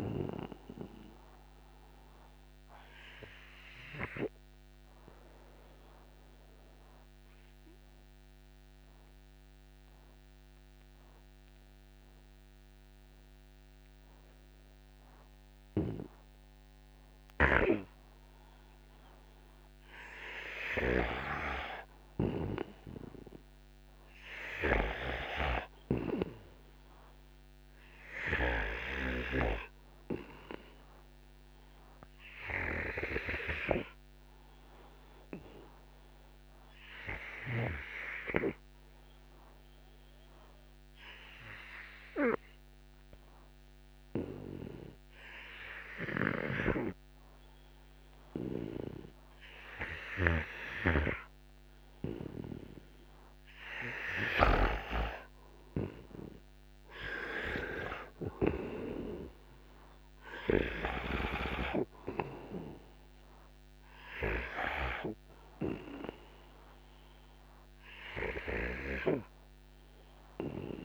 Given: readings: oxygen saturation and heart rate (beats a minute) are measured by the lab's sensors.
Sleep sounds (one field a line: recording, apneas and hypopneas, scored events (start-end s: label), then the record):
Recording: breathing in sleep by a microphone on the trachea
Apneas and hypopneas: 2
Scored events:
0.00-20.00 s: oxygen desaturation (device-marked, oxygen 83% lowest, heart rate 58 extreme)
0.50-19.50 s: obstructive apnea (oxygen 97% before, 83% lowest, heart rate 64 before, 58 extreme, up 12 after)
21.50-25.50 s: arousal
24.50-29.50 s: snoring (device-marked)
28.00-51.00 s: oxygen desaturation (device-marked, oxygen 97% before, 87% lowest, heart rate 65 before, 61 extreme)
33.50-52.50 s: obstructive apnea (oxygen 97% before, 84% lowest, heart rate 63 before, 61 extreme, up 4 after)
54.00-56.50 s: arousal
59.00-70.85 s: oxygen desaturation (device-marked, oxygen 93% before, 84% lowest, heart rate 67 before, 60 extreme)
From the record:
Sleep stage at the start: N2 (light sleep)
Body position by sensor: on the right side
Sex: male